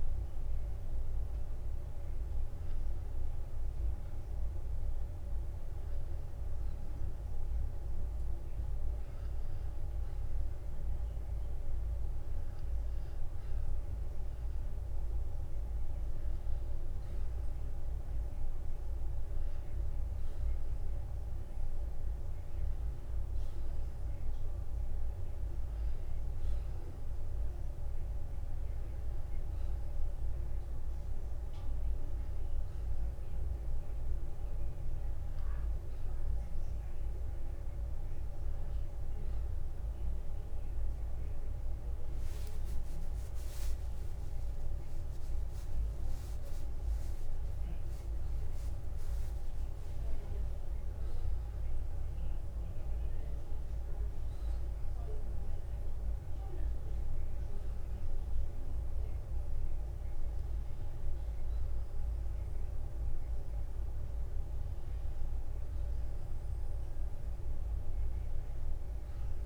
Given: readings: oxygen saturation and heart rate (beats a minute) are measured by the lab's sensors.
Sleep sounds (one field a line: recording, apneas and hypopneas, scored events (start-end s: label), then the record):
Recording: breathing in sleep, hard to hear, by a room microphone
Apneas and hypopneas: none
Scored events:
2.00-4.00 s: long interval between heartbeats (device-marked, heart rate 52 before, 64 extreme)
28.50-30.50 s: long interval between heartbeats (device-marked, heart rate 59 before, 59 extreme)
34.50-64.50 s: new sleep stage, N1 (lightest sleep)
42.50-47.00 s: arousal
64.50-69.46 s: new sleep stage, N2 (light sleep)
From the record:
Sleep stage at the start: N2 (light sleep)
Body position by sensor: on the back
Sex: male